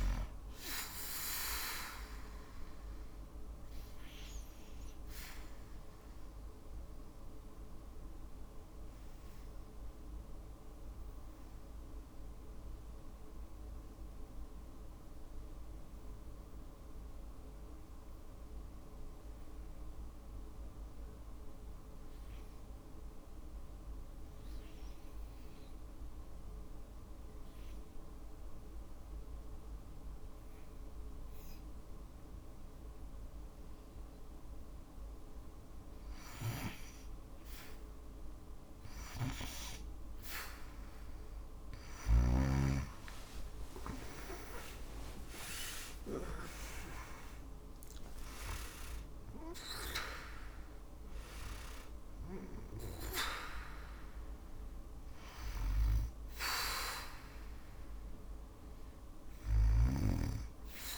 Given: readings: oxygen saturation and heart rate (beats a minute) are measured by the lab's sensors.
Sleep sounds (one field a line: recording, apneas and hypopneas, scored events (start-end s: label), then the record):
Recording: breathing in sleep by a room microphone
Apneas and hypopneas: 1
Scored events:
1.50-34.00 s: obstructive apnea (oxygen 99% before, 80% lowest, heart rate 58 before, 56 extreme, up 5 after)
33.00-60.98 s: oxygen desaturation (device-marked, oxygen 97% before, 80% lowest, heart rate 58 before, 56 extreme)
42.00-46.50 s: arousal
58.50-60.98 s: snoring (device-marked)
From the record:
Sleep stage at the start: N2 (light sleep)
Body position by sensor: on the back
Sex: female